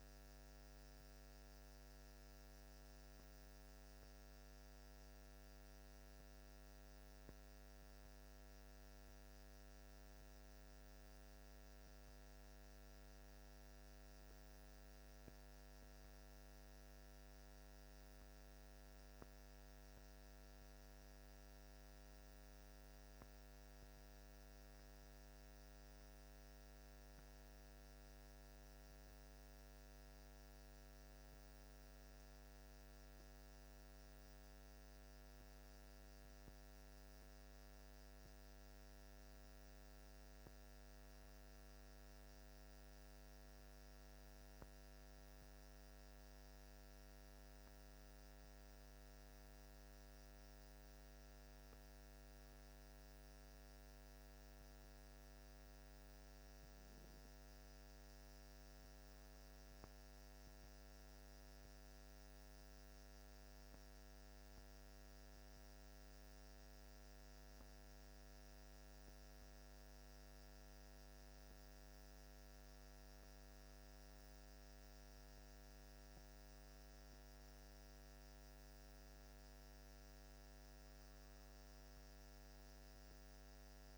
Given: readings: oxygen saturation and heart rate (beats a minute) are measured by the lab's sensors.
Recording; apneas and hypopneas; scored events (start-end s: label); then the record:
breathing in sleep, hard to hear, by a microphone on the trachea; none
74.50-83.98 s: new sleep stage, N2 (light sleep)
From the record:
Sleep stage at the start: N1 (lightest sleep); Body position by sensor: on the back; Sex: male